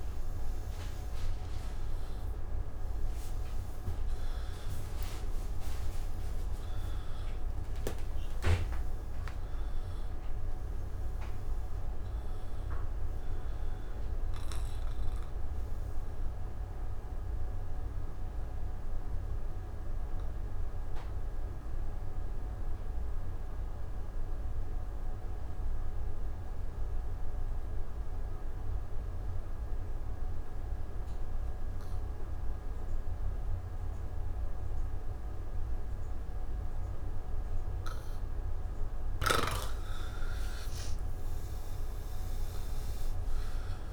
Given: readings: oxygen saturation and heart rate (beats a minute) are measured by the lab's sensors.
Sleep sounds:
breathing in sleep, hard to hear, by a room microphone; 1
0.00-4.00 s: oxygen desaturation (device-marked, oxygen 89% lowest)
18.50-38.00 s: obstructive apnea (oxygen 98% before, 85% lowest)
38.00-43.92 s: oxygen desaturation (device-marked, oxygen 97% before, 85% lowest)
From the record:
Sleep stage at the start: N1 (lightest sleep); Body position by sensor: on the back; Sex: male

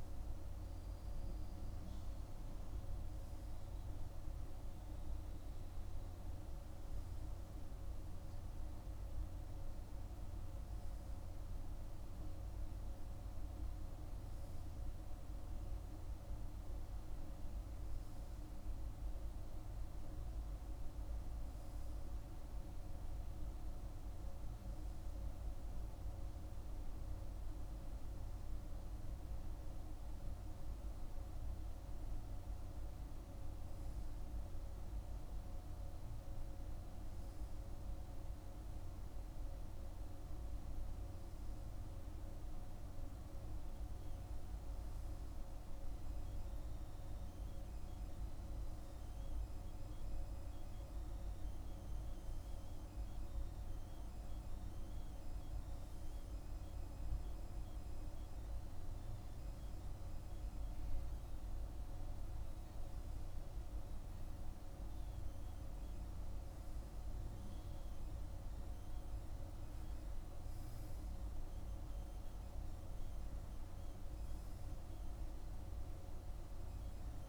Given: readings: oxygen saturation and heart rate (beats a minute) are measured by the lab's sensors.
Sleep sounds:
breathing in sleep, hard to hear, by a room microphone; none
none scored
From the record:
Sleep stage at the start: N2 (light sleep); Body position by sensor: on the right side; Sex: male

